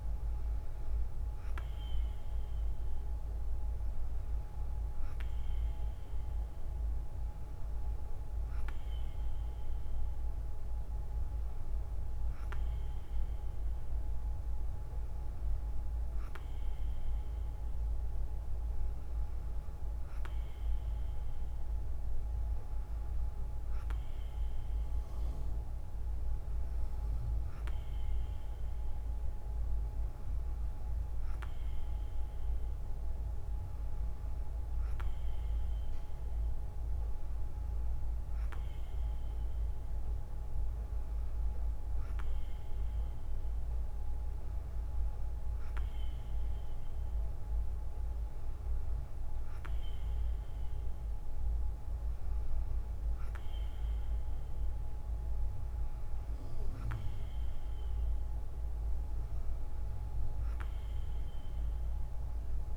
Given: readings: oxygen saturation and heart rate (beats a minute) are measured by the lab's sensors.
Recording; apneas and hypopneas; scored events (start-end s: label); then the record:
breathing in sleep, hard to hear, by a room microphone; none
none scored
From the record:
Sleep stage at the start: N3 (deep sleep); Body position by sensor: on the right side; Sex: female